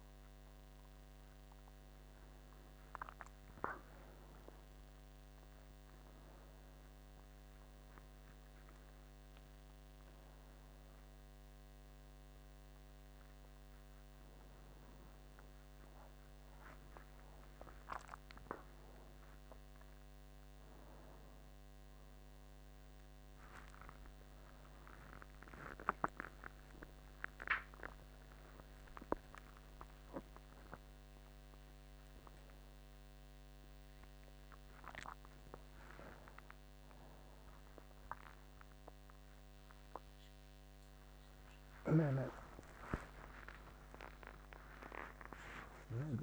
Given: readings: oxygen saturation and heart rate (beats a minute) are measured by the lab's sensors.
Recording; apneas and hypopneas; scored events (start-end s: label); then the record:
a person awake in a sleep study, by a microphone on the trachea; none
none scored
From the record:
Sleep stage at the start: awake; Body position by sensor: on the back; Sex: male